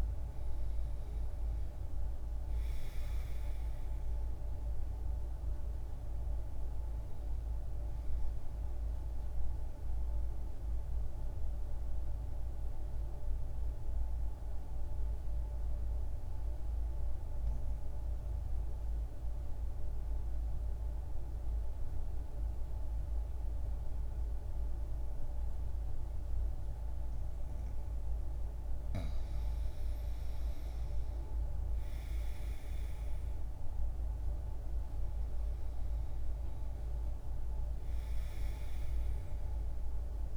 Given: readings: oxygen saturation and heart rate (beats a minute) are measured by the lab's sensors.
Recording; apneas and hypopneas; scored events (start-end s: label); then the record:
breathing in sleep, hard to hear, by a room microphone; 1
0.00-23.50 s: oxygen desaturation (device-marked, oxygen 83% lowest, heart rate 60 extreme)
10.00-28.50 s: mixed apnea (oxygen 98% before, 83% lowest, heart rate 61 before, 60 extreme, up 0 after)
30.00-35.50 s: arousal
36.50-40.37 s: oxygen desaturation (device-marked, oxygen 97% before, 85% lowest, heart rate 63 before, 60 extreme)
From the record:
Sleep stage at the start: N2 (light sleep); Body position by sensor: on the right side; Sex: male